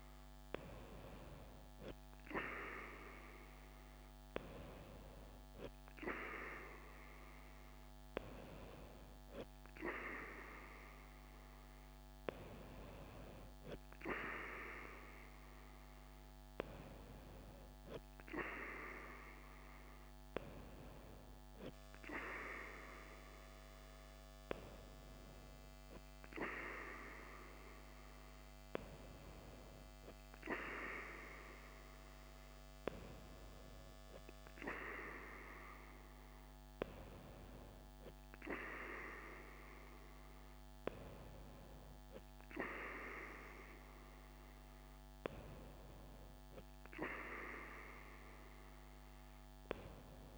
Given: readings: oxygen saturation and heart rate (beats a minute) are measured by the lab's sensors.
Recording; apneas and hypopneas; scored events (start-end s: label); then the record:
breathing in sleep by a microphone on the trachea; none
none scored
From the record:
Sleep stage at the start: N2 (light sleep); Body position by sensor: on the right side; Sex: female